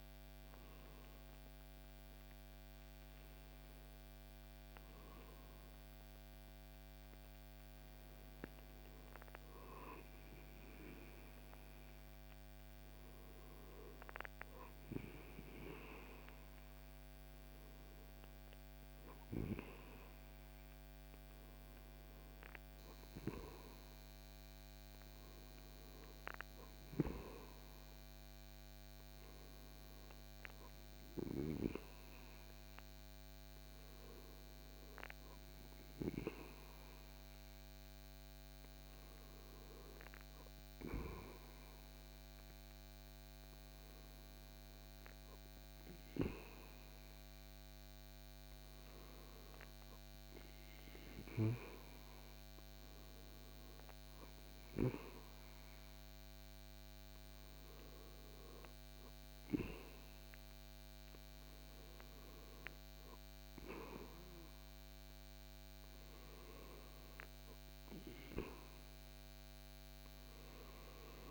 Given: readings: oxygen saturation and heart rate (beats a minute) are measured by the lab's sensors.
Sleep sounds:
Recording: breathing in sleep by a microphone on the trachea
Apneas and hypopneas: none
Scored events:
none scored
From the record:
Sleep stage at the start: N2 (light sleep)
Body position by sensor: on the back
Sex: male

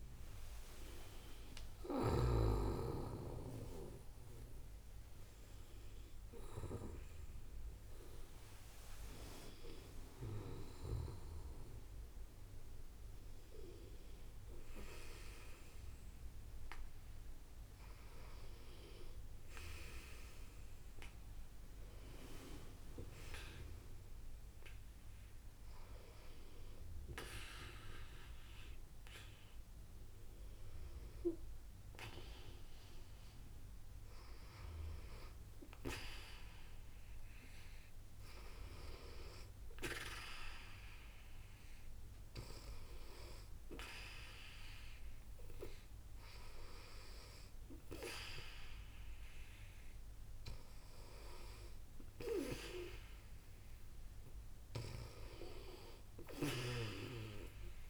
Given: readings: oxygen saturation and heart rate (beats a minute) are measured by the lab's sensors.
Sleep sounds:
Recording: breathing in sleep by a room microphone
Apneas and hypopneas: none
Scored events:
28.50-57.90 s: new sleep stage, N2 (light sleep)
From the record:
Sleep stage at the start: N1 (lightest sleep)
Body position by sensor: on the back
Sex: female

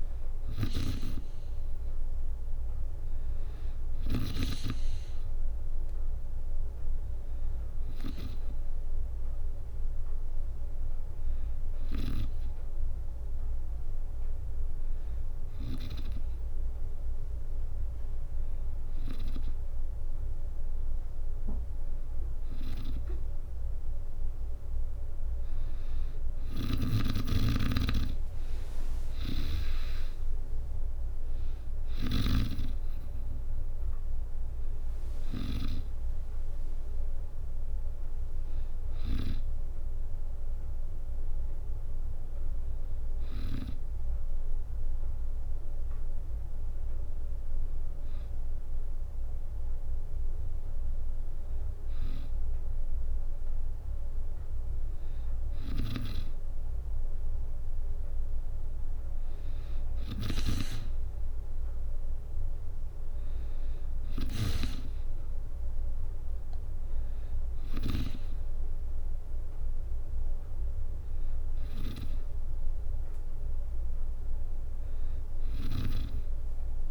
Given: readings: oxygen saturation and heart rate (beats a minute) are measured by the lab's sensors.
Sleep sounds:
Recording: breathing in sleep by a room microphone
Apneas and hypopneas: none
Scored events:
0.00-4.00 s: snoring (device-marked)
16.00-46.00 s: new sleep stage, N3 (deep sleep)
26.00-35.00 s: snoring (device-marked)
27.00-39.00 s: drop in pulse transit time (device-marked, heart rate 65 before, 67 extreme)
46.00-76.91 s: new sleep stage, N2 (light sleep)
55.00-67.50 s: snoring (device-marked)
75.00-76.91 s: snoring (device-marked)
From the record:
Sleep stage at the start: N2 (light sleep)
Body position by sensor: on the back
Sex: female

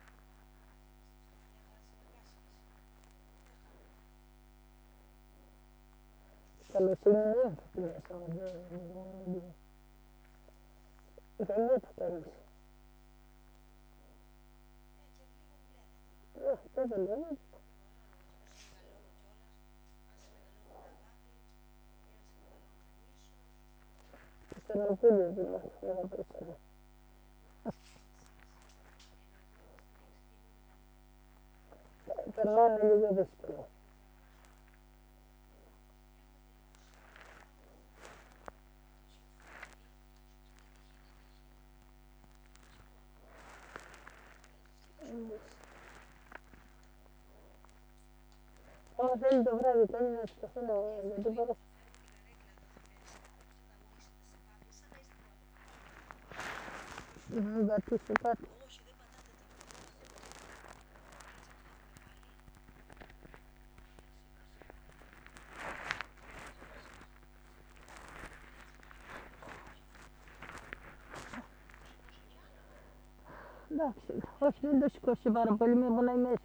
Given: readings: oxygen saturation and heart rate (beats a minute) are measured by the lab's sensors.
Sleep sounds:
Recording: a person awake in a sleep study, by a microphone on the trachea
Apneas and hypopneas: none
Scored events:
14.50-18.50 s: leg movement (device-marked)
20.50-26.00 s: leg movement (device-marked)
27.00-34.50 s: leg movement (device-marked)
34.50-39.00 s: leg movement (device-marked)
65.00-76.45 s: oxygen desaturation (device-marked, oxygen 94% before, 91% lowest, heart rate 88 before, 39 extreme)
72.00-76.45 s: leg movement (device-marked)
From the record:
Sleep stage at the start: awake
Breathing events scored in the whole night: 170 in 4.5 hours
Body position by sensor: on the back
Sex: female

